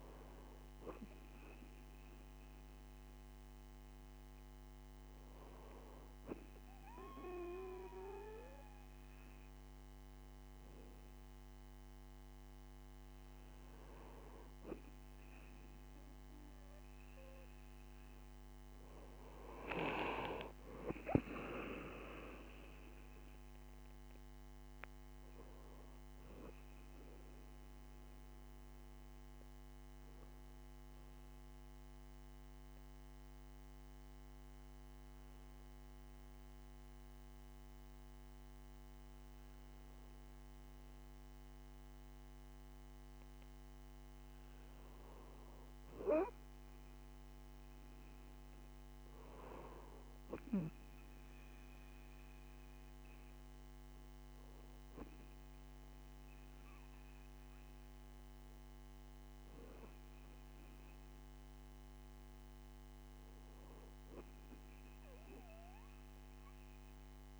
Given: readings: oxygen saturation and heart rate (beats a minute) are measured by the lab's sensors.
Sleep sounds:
breathing in sleep by a microphone on the trachea; 1
29.00-44.00 s: hypopnea (oxygen 97% before, 95% lowest, heart rate 67 before, 62 extreme, up 4 after)
46.50-50.00 s: arousal
From the record:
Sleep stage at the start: N2 (light sleep); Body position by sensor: on the right side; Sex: male

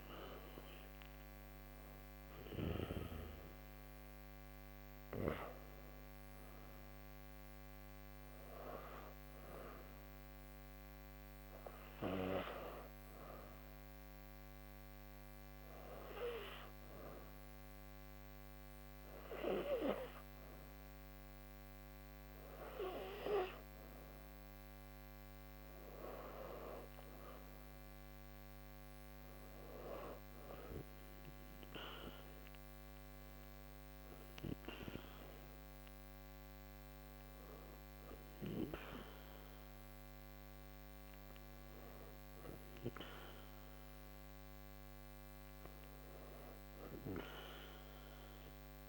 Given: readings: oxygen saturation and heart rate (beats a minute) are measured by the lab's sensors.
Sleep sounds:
breathing in sleep by a microphone on the trachea; 1
7.00-10.00 s: arousal
12.50-24.50 s: hypopnea (oxygen 99% before, 88% lowest, heart rate 72 before, 68 extreme, up 4 after)
25.00-47.00 s: oxygen desaturation (device-marked, oxygen 97% before, 92% lowest, heart rate 72 before, 68 extreme)
25.50-28.00 s: arousal
From the record:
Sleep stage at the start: N2 (light sleep); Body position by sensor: on the back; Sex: female

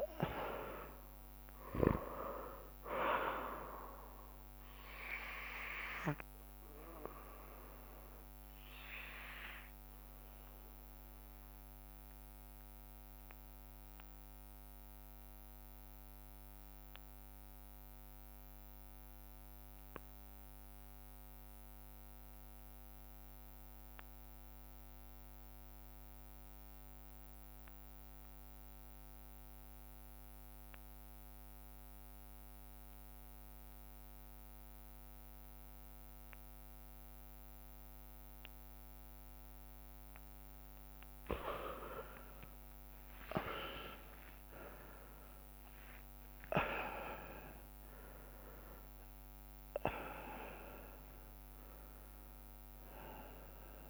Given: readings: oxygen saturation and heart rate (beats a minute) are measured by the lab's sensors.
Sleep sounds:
breathing in sleep by a microphone on the trachea; 1
0.00-22.50 s: oxygen desaturation (device-marked, oxygen 92% lowest)
6.00-40.50 s: obstructive apnea (oxygen 100% before, 86% lowest)
42.00-46.50 s: arousal
52.50-53.90 s: oxygen desaturation (device-marked, oxygen 98% before, 86% lowest)
From the record:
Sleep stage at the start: REM sleep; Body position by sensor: on the right side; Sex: male

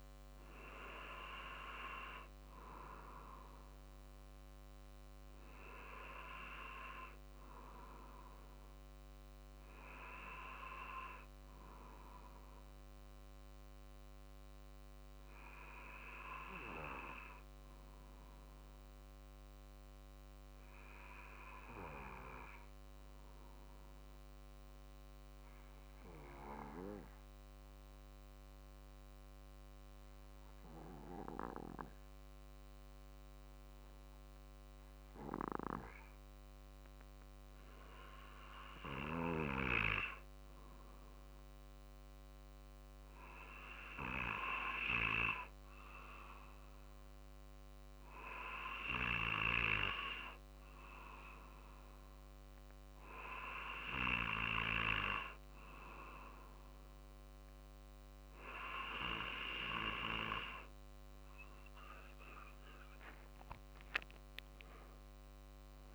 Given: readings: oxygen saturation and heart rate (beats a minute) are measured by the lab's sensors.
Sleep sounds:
breathing in sleep by a microphone on the trachea; 1
13.50-35.50 s: obstructive apnea (oxygen 96% before, 92% lowest, heart rate 47 before, 46 extreme, up 3 after)
21.00-34.00 s: oxygen desaturation (device-marked, oxygen 96% before, 92% lowest, heart rate 47 before, 47 extreme)
37.00-49.00 s: drop in pulse transit time (device-marked, heart rate 47 before, 48 extreme)
39.00-43.50 s: arousal
62.50-65.94 s: arousal
From the record:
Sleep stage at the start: N2 (light sleep); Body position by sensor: on the back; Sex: male

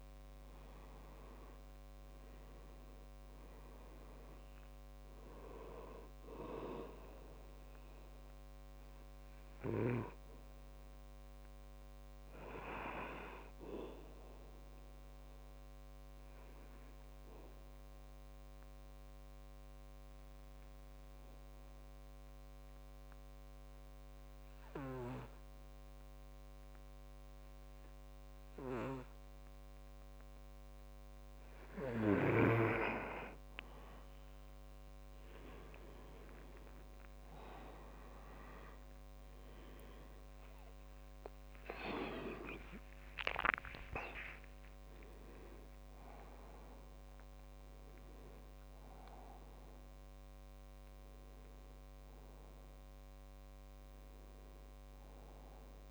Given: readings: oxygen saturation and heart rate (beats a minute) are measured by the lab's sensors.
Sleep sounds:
breathing in sleep by a microphone on the trachea; 1
0.00-1.00 s: arousal
0.50-21.50 s: oxygen desaturation (device-marked, oxygen 98% before, 92% lowest, heart rate 68 before, 66 extreme)
13.50-32.50 s: obstructive apnea (oxygen 98% before, 89% lowest, heart rate 69 before, 66 extreme, up 6 after)
36.50-55.91 s: oxygen desaturation (device-marked, oxygen 98% before, 89% lowest, heart rate 66 before, 61 extreme)
39.00-43.50 s: arousal
41.50-47.50 s: tachycardia (device-marked, heart rate 68 before, 128 extreme)
43.00-45.00 s: long interval between heartbeats (device-marked, heart rate 68 before, 94 extreme)
46.00-48.00 s: long interval between heartbeats (device-marked, heart rate 74 before, 126 extreme)
From the record:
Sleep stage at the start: N2 (light sleep); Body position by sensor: on the back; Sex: male

